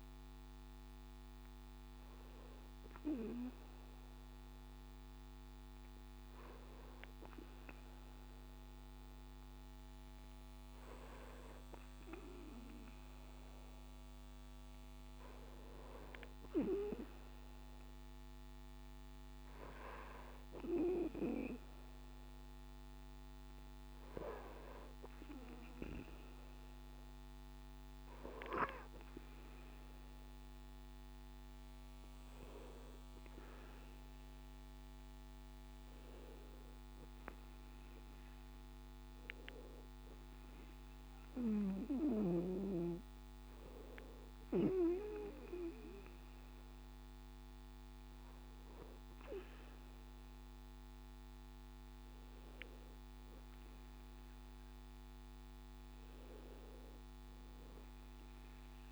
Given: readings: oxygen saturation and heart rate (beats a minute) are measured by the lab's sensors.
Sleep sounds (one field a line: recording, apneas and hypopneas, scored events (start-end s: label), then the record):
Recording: breathing in sleep by a microphone on the trachea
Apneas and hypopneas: none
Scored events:
none scored
From the record:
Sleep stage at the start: N2 (light sleep)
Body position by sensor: on the back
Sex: male